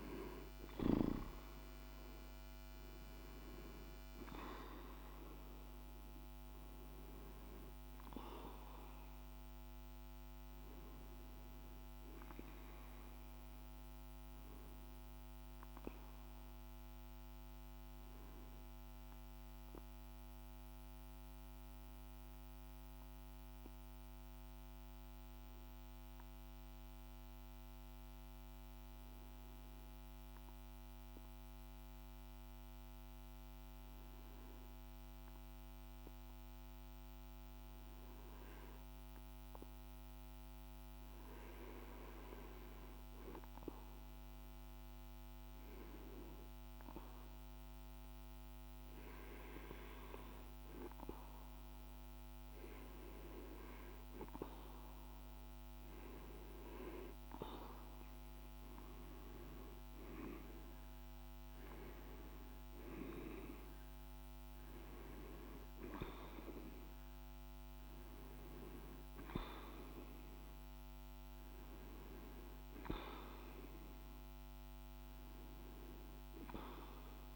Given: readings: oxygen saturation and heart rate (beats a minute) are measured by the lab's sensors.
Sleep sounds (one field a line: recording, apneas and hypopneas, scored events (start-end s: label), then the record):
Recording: breathing in sleep by a microphone on the trachea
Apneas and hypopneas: 1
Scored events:
19.00-42.50 s: obstructive apnea (oxygen 98% before, 91% lowest, heart rate 50 before, 50 extreme, up 0 after)
35.00-64.00 s: oxygen desaturation (device-marked, oxygen 98% before, 91% lowest, heart rate 50 before, 50 extreme)
46.50-50.00 s: arousal
From the record:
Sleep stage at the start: REM sleep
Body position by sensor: on the back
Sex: male